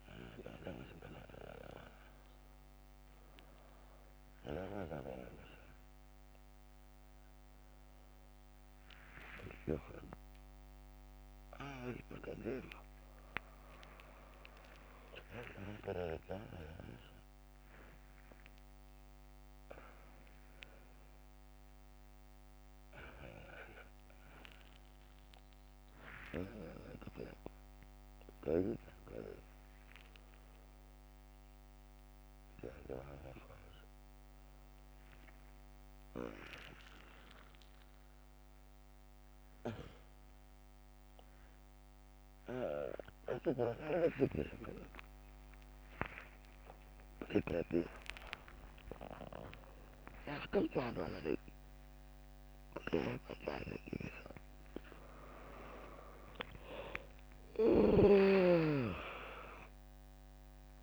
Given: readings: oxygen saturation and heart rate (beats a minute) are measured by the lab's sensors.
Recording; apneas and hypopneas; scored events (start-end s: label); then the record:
a person awake in a sleep study, by a microphone on the trachea; none
0.00-4.00 s: drop in pulse transit time (device-marked, heart rate 91 extreme)
From the record:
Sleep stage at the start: awake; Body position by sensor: upright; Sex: female